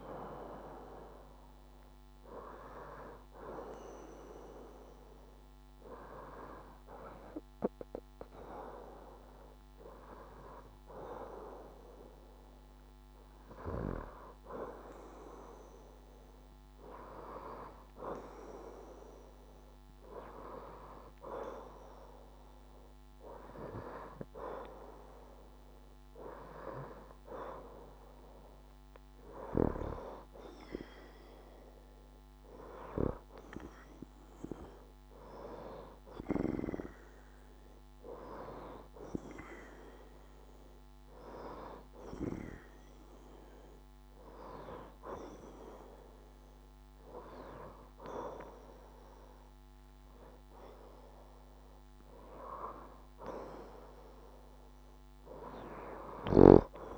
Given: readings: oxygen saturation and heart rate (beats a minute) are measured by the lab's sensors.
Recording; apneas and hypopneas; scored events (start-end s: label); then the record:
breathing in sleep by a microphone on the trachea; 1
2.50-14.00 s: hypopnea (oxygen 93% before, 88% lowest, heart rate 75 before, 70 extreme, up 3 after)
3.50-7.50 s: leg movement (device-marked)
15.50-19.00 s: arousal
15.50-56.97 s: new sleep stage, N2 (light sleep)
24.50-54.50 s: oxygen desaturation (device-marked, oxygen 94% before, 88% lowest, heart rate 72 before, 69 extreme)
37.50-39.50 s: long interval between heartbeats (device-marked, heart rate 75 before, 79 extreme)
50.50-52.50 s: long interval between heartbeats (device-marked, heart rate 78 before, 74 extreme)
From the record:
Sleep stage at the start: N1 (lightest sleep); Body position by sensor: on the left side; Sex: female